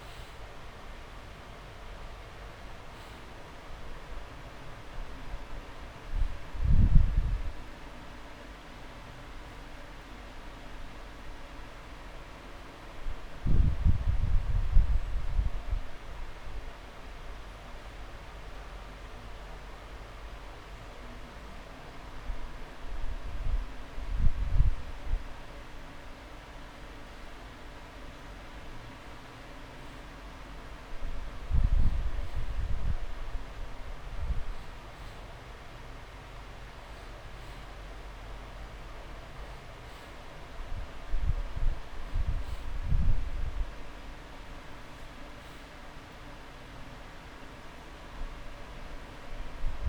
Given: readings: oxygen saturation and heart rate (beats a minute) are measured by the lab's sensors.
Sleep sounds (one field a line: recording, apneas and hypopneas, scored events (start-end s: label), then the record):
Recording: breathing in sleep, hard to hear, by a room microphone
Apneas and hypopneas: none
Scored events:
0.50-2.50 s: long interval between heartbeats (device-marked)
12.50-26.50 s: oxygen desaturation (device-marked, oxygen 95% before, 91% lowest)
47.50-49.89 s: arousal
From the record:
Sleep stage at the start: N2 (light sleep)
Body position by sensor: on the back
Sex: male